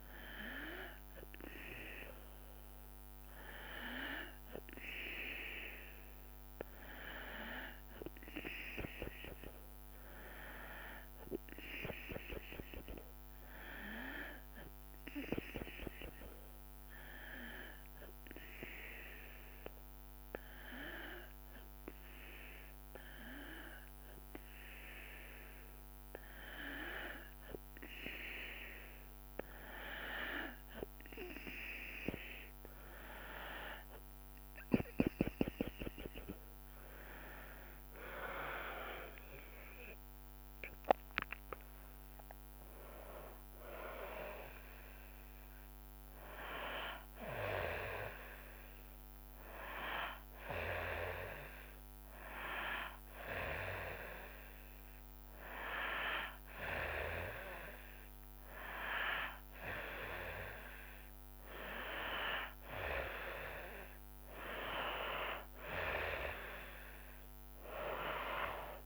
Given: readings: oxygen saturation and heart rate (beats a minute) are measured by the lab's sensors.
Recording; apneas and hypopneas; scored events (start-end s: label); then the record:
breathing in sleep by a microphone on the trachea; 1
5.50-18.50 s: tachycardia (device-marked, heart rate 94 before, 147 extreme)
17.00-28.50 s: hypopnea (oxygen 96% before, 92% lowest, heart rate 102 before, 80 extreme, up 36 after)
28.50-40.50 s: tachycardia (device-marked, heart rate 95 before, 137 extreme)
29.00-33.00 s: arousal
36.50-48.50 s: drop in pulse transit time (device-marked, heart rate 102 before, 87 extreme)
From the record:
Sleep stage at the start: N2 (light sleep); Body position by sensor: on the back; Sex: female